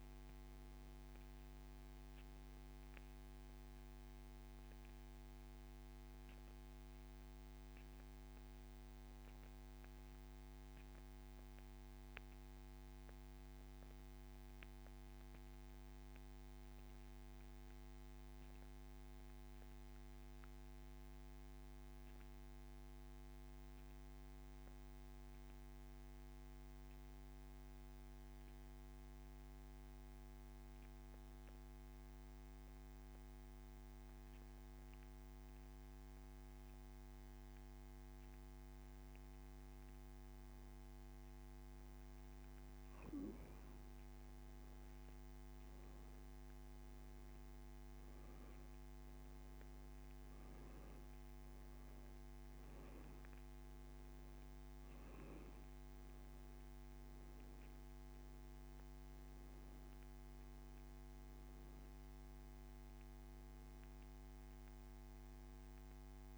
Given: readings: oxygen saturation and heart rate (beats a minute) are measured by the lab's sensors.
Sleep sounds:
breathing in sleep, hard to hear, by a microphone on the trachea; 1
13.50-39.50 s: obstructive apnea (oxygen 96% before, 89% lowest)
20.50-40.50 s: oxygen desaturation (device-marked, oxygen 95% before, 91% lowest)
42.00-46.00 s: arousal
51.50-66.38 s: oxygen desaturation (device-marked, oxygen 97% before, 89% lowest)
From the record:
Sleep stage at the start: N2 (light sleep); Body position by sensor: on the back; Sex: male

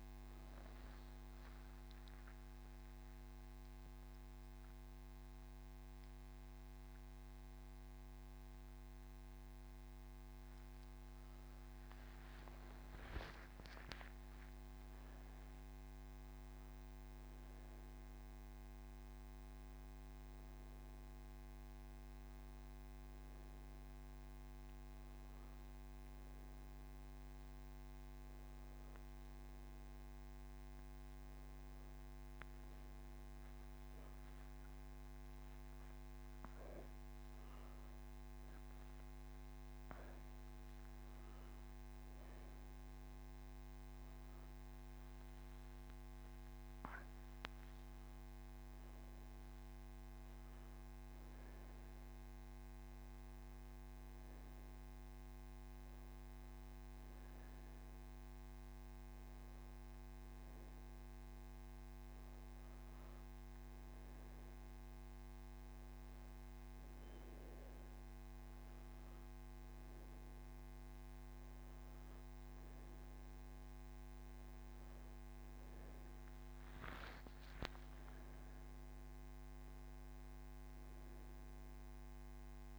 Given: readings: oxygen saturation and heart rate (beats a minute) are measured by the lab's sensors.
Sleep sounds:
breathing in sleep, hard to hear, by a microphone on the trachea; none
none scored
From the record:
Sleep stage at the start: N1 (lightest sleep); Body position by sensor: on the right side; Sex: female

